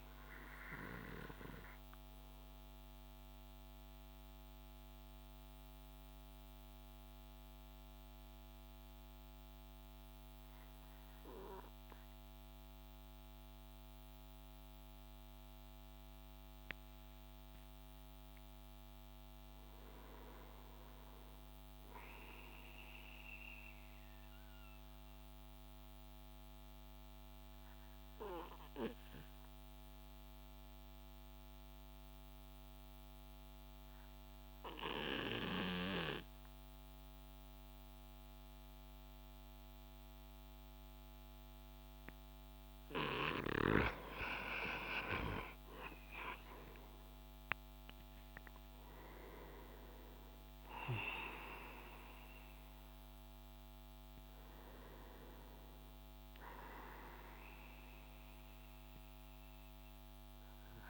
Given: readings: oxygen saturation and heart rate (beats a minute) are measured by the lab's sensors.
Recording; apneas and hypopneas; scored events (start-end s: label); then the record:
breathing in sleep by a microphone on the trachea; 2
0.00-1.50 s: oxygen desaturation (device-marked, oxygen 89% lowest)
2.00-18.00 s: central apnea (oxygen 94% before, 91% lowest)
19.00-23.50 s: arousal
25.00-44.00 s: mixed apnea (oxygen 98% before, 91% lowest)
46.50-50.50 s: arousal
48.50-60.90 s: oxygen desaturation (device-marked, oxygen 96% before, 91% lowest)
From the record:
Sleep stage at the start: N2 (light sleep); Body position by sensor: on the back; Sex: male